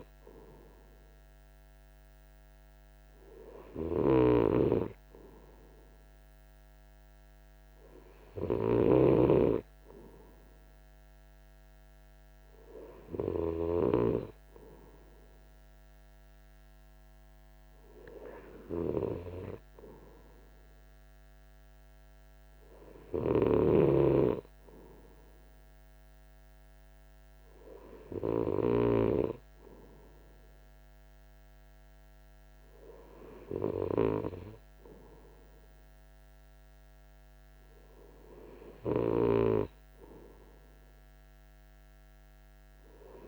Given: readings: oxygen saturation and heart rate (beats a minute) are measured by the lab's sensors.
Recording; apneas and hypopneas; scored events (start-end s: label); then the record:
breathing in sleep by a microphone on the trachea; none
none scored
From the record:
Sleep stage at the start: N2 (light sleep); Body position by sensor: on the right side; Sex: male